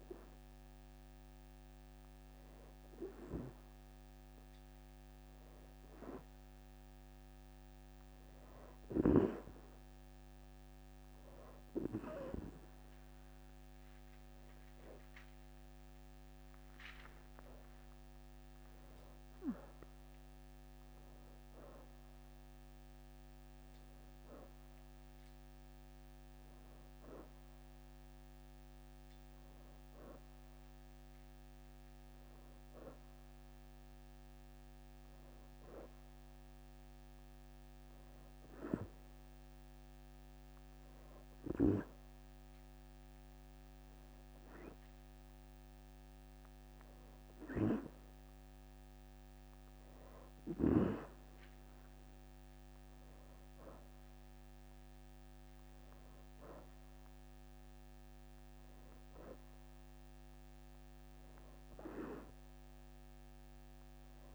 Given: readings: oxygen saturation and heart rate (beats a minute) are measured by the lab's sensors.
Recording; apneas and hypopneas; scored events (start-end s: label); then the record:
breathing in sleep by a microphone on the trachea; none
15.00-22.00 s: oxygen desaturation (device-marked, oxygen 92% before, 88% lowest, heart rate 72 before, 80 extreme)
16.00-21.50 s: arousal
55.00-64.35 s: oxygen desaturation (device-marked, oxygen 93% before, 89% lowest, heart rate 75 before, 72 extreme)
From the record:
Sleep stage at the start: N2 (light sleep); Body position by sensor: on the back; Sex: female